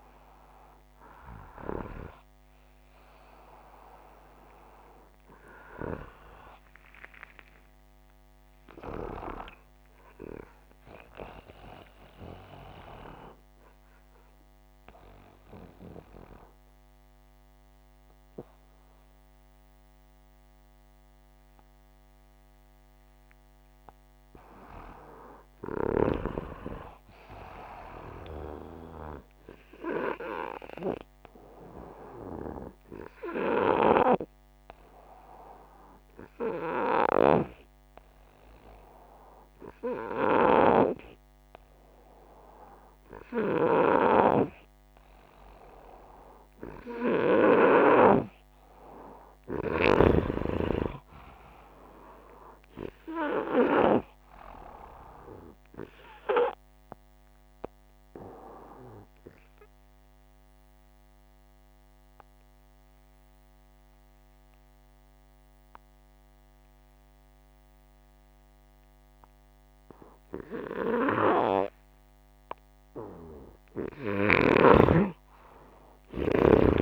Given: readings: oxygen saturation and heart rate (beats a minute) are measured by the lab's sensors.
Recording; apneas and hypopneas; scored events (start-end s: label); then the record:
breathing in sleep by a microphone on the trachea; 3
0.00-6.00 s: oxygen desaturation (device-marked, oxygen 94% before, 91% lowest, heart rate 68 before, 65 extreme)
5.50-10.50 s: arousal
13.00-24.00 s: obstructive apnea (oxygen 97% before, 91% lowest, heart rate 69 before, 61 extreme, up 5 after)
24.00-26.50 s: arousal
32.50-42.50 s: obstructive apnea (oxygen 97% before, 90% lowest, heart rate 68 before, 61 extreme, up 2 after)
37.00-54.00 s: oxygen desaturation (device-marked, oxygen 96% before, 92% lowest, heart rate 66 before, 61 extreme)
46.00-49.00 s: arousal
59.00-72.50 s: obstructive apnea (oxygen 96% before, 89% lowest, heart rate 65 before, 61 extreme, up 6 after)
75.00-76.82 s: arousal
From the record:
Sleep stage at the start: N2 (light sleep); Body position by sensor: upright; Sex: male